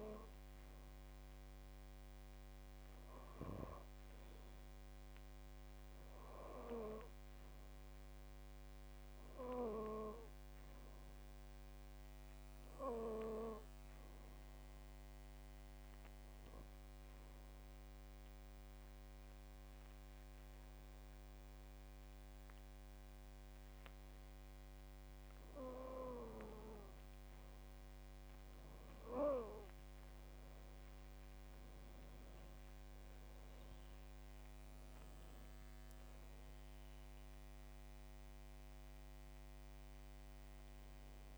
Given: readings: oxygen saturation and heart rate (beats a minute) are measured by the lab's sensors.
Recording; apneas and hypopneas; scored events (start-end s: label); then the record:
breathing in sleep by a microphone on the trachea; 1
10.50-13.50 s: arousal
16.00-26.00 s: obstructive apnea (oxygen 96% before, 91% lowest, heart rate 59 before, 60 extreme, up 6 after)
28.50-32.50 s: arousal
31.50-41.37 s: oxygen desaturation (device-marked, oxygen 95% before, 91% lowest, heart rate 65 before, 56 extreme)
From the record:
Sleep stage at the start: N2 (light sleep); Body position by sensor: on the back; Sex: female